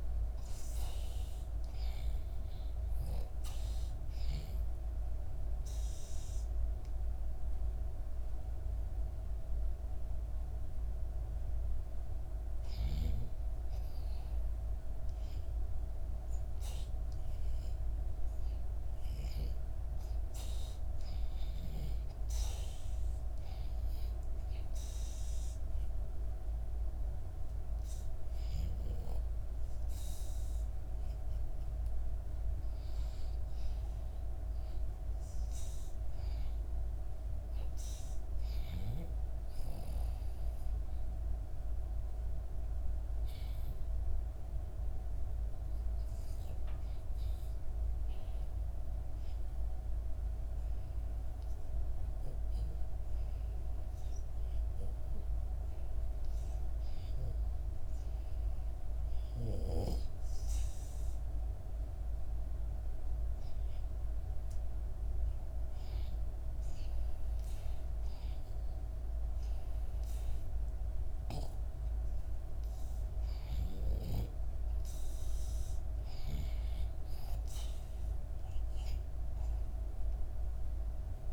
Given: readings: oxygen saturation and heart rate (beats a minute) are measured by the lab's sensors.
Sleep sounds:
breathing in sleep, hard to hear, by a room microphone; 2
0.00-1.50 s: arousal
0.00-20.00 s: oxygen desaturation (device-marked, oxygen 79% lowest, heart rate 74 extreme)
24.50-35.00 s: hypopnea (oxygen 91% before, 85% lowest, heart rate 75 before, 74 extreme, up 1 after)
36.50-40.50 s: arousal
42.00-63.00 s: hypopnea (oxygen 92% before, 85% lowest, heart rate 74 before, 74 extreme, up 1 after)
56.00-81.33 s: oxygen desaturation (device-marked, oxygen 92% before, 85% lowest, heart rate 74 before, 74 extreme)
64.50-68.50 s: arousal
From the record:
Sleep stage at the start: REM sleep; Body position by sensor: on the back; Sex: female

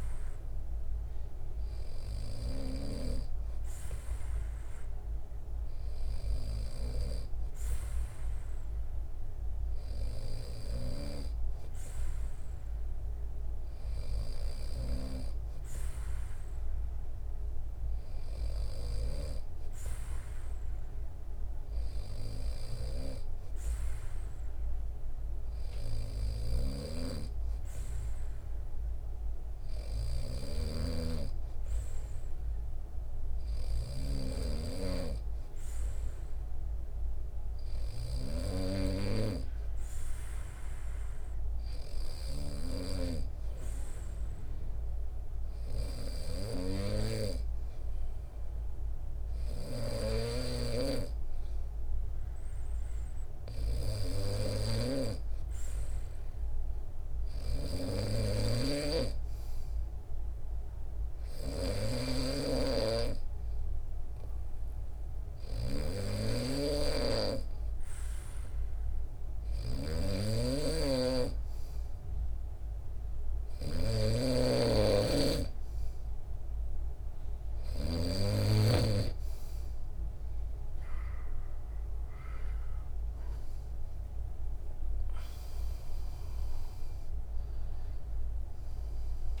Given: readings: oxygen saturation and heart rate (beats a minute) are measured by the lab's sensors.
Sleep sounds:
breathing in sleep by a room microphone; 1
22.50-42.50 s: snoring (device-marked)
50.00-78.00 s: snoring (device-marked)
60.50-76.00 s: hypopnea (oxygen 96% before, 94% lowest, heart rate 79 before, 79 extreme, up 8 after)
81.50-84.50 s: arousal
From the record:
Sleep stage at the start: N2 (light sleep); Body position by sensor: on the back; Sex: male

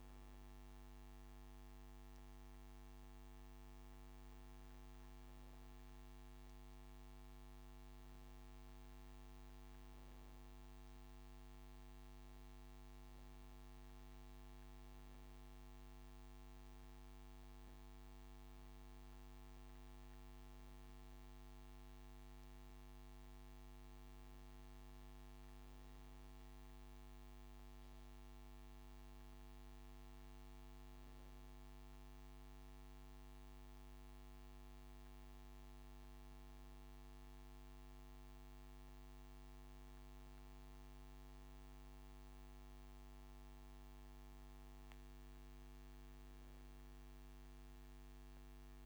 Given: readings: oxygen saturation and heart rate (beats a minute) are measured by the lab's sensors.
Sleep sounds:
breathing in sleep, hard to hear, by a microphone on the trachea; none
45.00-48.00 s: arousal
From the record:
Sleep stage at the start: N2 (light sleep); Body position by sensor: on the right side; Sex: male

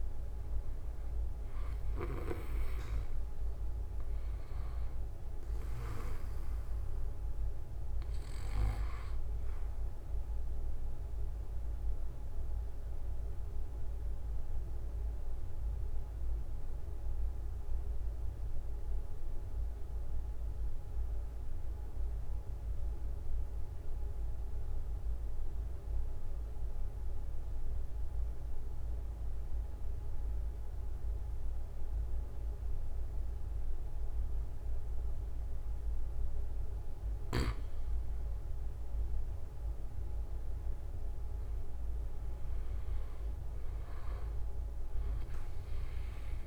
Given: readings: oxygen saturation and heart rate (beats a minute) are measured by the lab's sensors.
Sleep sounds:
breathing in sleep, hard to hear, by a room microphone; 1
0.00-4.50 s: oxygen desaturation (device-marked, oxygen 93% lowest, heart rate 34 extreme)
4.50-6.50 s: long interval between heartbeats (device-marked, heart rate 42 before, 47 extreme)
9.50-23.50 s: oxygen desaturation (device-marked, oxygen 94% before, 91% lowest)
12.00-38.00 s: obstructive apnea (oxygen 97% before, 91% lowest)
37.50-39.50 s: long interval between heartbeats (device-marked, heart rate 47 before, 46 extreme)
40.00-42.00 s: long interval between heartbeats (device-marked, heart rate 47 before, 38 extreme)
40.00-44.50 s: arousal
From the record:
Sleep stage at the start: N2 (light sleep); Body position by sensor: on the right side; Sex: male

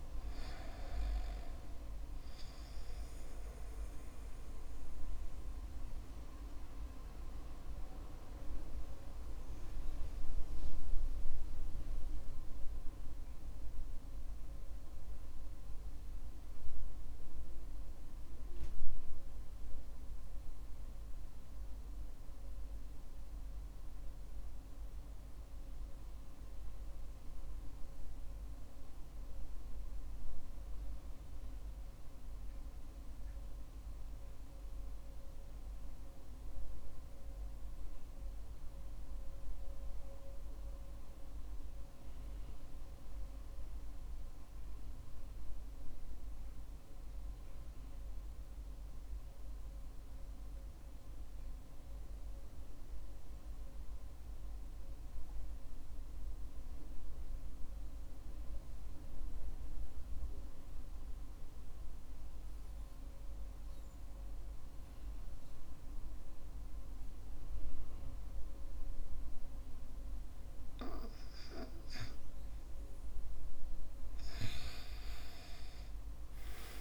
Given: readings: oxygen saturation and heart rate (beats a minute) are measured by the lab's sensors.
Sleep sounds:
breathing in sleep by a room microphone; 1
6.50-72.00 s: obstructive apnea (oxygen 97% before, 85% lowest, heart rate 58 before, 47 extreme, up 27 after)
12.00-27.00 s: oxygen desaturation (device-marked, oxygen 95% before, 88% lowest, heart rate 57 before, 47 extreme)
68.00-76.81 s: oxygen desaturation (device-marked, oxygen 97% before, 85% lowest, heart rate 52 before, 54 extreme)
From the record:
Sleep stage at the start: REM sleep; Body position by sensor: on the back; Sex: male

